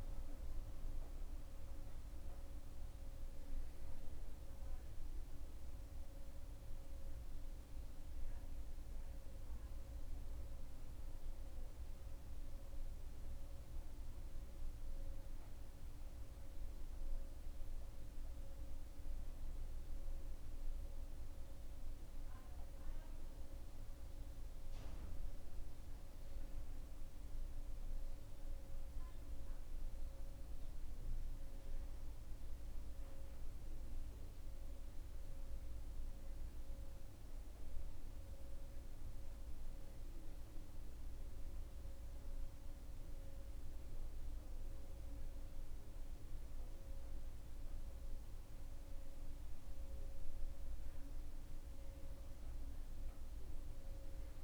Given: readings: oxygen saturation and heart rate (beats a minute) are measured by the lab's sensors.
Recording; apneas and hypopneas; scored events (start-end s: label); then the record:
breathing in sleep, hard to hear, by a room microphone; none
none scored
From the record:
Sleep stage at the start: N2 (light sleep); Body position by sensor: on the back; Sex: male